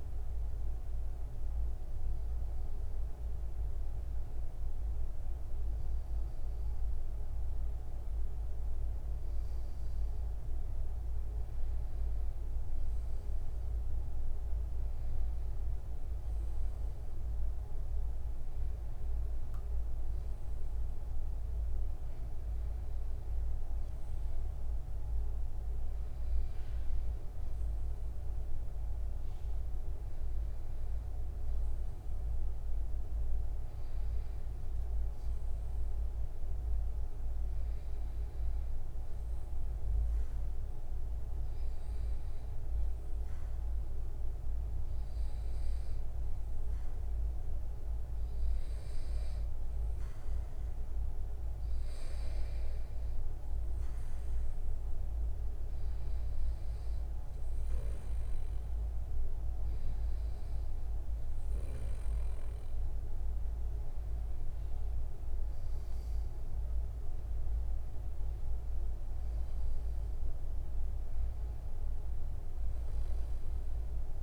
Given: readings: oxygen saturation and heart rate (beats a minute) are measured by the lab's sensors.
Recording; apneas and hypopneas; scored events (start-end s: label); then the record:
breathing in sleep, hard to hear, by a room microphone; none
none scored
From the record:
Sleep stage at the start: N2 (light sleep); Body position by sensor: on the back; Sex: male